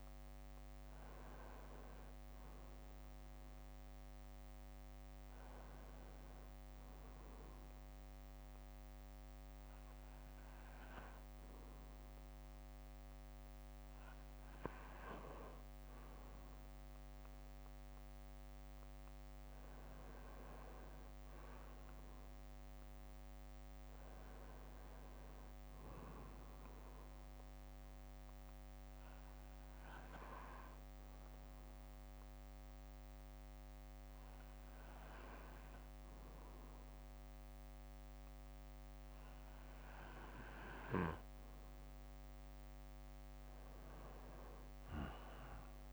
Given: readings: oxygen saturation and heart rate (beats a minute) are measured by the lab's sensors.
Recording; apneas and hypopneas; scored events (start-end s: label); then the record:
breathing in sleep, hard to hear, by a microphone on the trachea; 1
22.50-26.00 s: arousal
29.50-41.00 s: hypopnea (oxygen 96% before, 94% lowest, heart rate 62 before, 60 extreme, up 2 after)
43.00-45.93 s: arousal
From the record:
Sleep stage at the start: N2 (light sleep); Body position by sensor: on the back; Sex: male